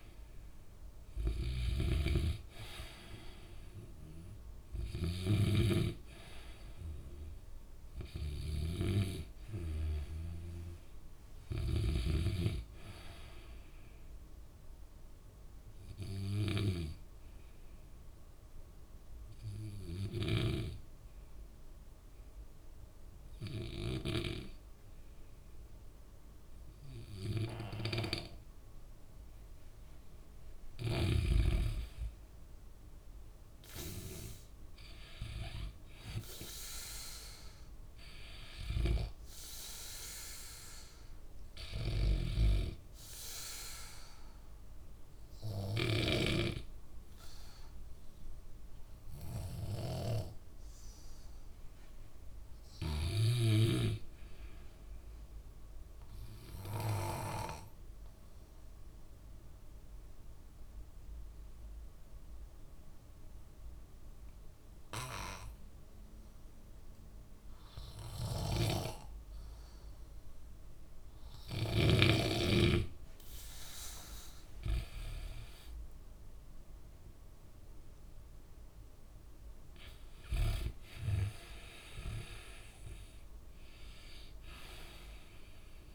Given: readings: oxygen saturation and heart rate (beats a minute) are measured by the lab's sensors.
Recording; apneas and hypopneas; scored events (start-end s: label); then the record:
breathing in sleep by a room microphone; 2
0.00-15.50 s: oxygen desaturation (device-marked, oxygen 90% lowest, heart rate 62 extreme)
2.00-6.00 s: snoring (device-marked)
16.00-30.50 s: obstructive apnea (oxygen 97% before, 88% lowest, heart rate 67 before, 62 extreme, up 8 after)
32.50-35.50 s: arousal
35.50-52.50 s: oxygen desaturation (device-marked, oxygen 96% before, 92% lowest, heart rate 65 before, 61 extreme)
57.00-72.50 s: obstructive apnea (oxygen 96% before, 88% lowest, heart rate 66 before, 59 extreme, up 11 after)
68.50-72.50 s: snoring (device-marked)
72.50-85.95 s: oxygen desaturation (device-marked, oxygen 96% before, 88% lowest, heart rate 65 before, 59 extreme)
75.00-78.00 s: arousal
From the record:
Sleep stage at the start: N2 (light sleep); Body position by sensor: on the back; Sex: male